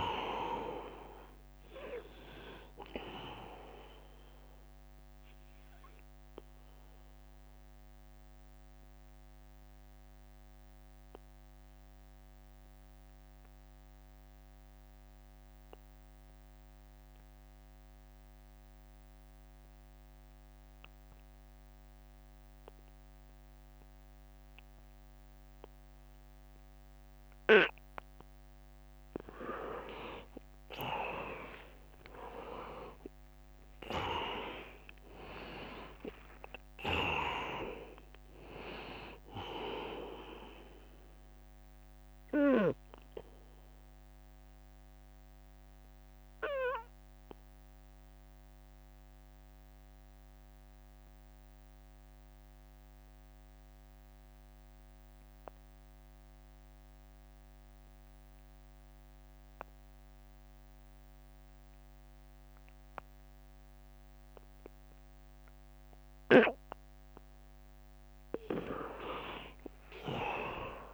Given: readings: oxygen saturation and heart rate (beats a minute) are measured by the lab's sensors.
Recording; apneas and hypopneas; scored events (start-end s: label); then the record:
breathing in sleep by a microphone on the trachea; 2
0.00-4.50 s: drop in pulse transit time (device-marked, heart rate 70 extreme)
0.00-18.50 s: oxygen desaturation (device-marked, oxygen 82% lowest, heart rate 70 extreme)
0.50-2.50 s: long interval between heartbeats (device-marked, heart rate 75 before, 81 extreme)
7.00-28.00 s: obstructive apnea (oxygen 98% before, 82% lowest, heart rate 77 before, 69 extreme, up 19 after)
30.00-34.00 s: arousal
31.50-43.50 s: drop in pulse transit time (device-marked, heart rate 78 before, 76 extreme)
32.50-57.50 s: oxygen desaturation (device-marked, oxygen 100% before, 83% lowest, heart rate 78 before, 63 extreme)
33.00-35.00 s: long interval between heartbeats (device-marked, heart rate 78 before, 89 extreme)
43.00-65.50 s: obstructive apnea (oxygen 100% before, 82% lowest, heart rate 83 before, 63 extreme, up 17 after)
49.50-51.50 s: long interval between heartbeats (device-marked, heart rate 82 before, 69 extreme)
68.50-70.94 s: oxygen desaturation (device-marked, oxygen 100% before, 82% lowest, heart rate 71 before, 72 extreme)
From the record:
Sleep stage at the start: N2 (light sleep); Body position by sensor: on the back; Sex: male